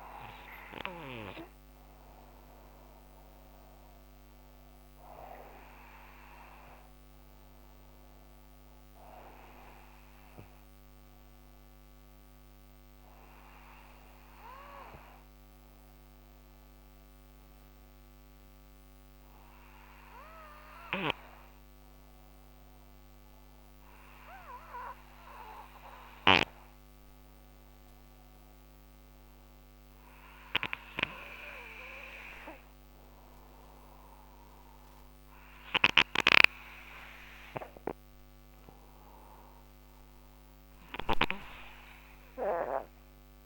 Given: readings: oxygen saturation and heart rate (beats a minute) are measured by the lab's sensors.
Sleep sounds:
breathing in sleep by a microphone on the trachea; 1
0.00-15.50 s: oxygen desaturation (device-marked, oxygen 90% lowest, heart rate 83 extreme)
6.00-33.00 s: obstructive apnea (oxygen 95% before, 89% lowest, heart rate 91 before, 77 extreme)
41.00-43.46 s: arousal
From the record:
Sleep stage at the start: N2 (light sleep); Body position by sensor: on the right side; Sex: male

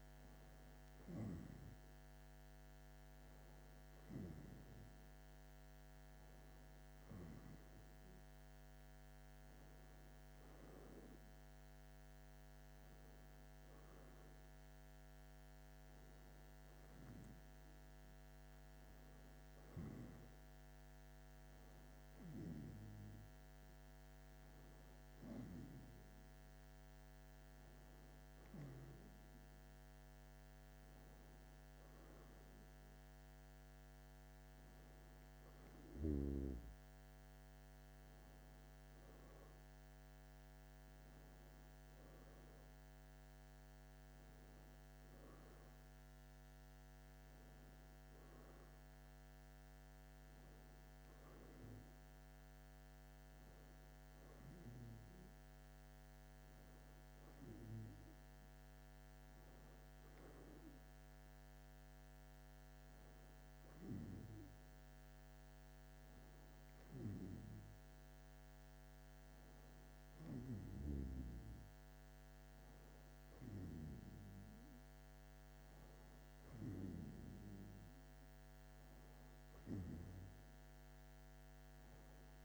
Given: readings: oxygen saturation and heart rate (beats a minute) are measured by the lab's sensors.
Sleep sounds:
a person awake in a sleep study, by a microphone on the trachea; none
none scored
From the record:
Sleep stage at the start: awake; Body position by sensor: on the back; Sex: male

